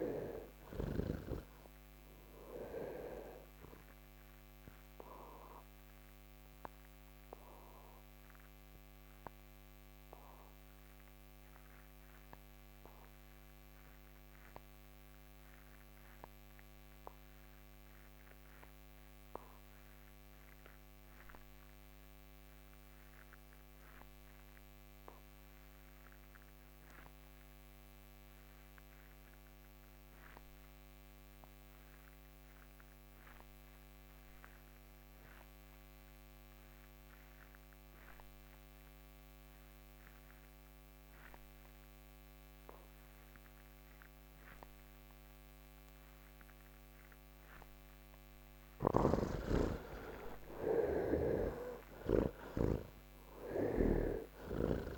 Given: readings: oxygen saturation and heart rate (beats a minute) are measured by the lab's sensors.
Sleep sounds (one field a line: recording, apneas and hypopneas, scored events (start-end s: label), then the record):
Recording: breathing in sleep by a microphone on the trachea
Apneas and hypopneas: 1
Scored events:
0.00-1.00 s: snoring (device-marked)
0.00-20.50 s: oxygen desaturation (device-marked, oxygen 66% lowest, heart rate 57 extreme)
3.50-47.50 s: obstructive apnea (oxygen 92% before, 66% lowest, heart rate 109 before, 57 extreme)
22.50-54.97 s: oxygen desaturation (device-marked, oxygen 98% before, 66% lowest, heart rate 130 before, 57 extreme)
48.50-52.50 s: snoring (device-marked)
From the record:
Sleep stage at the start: N1 (lightest sleep)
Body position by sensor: on the back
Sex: male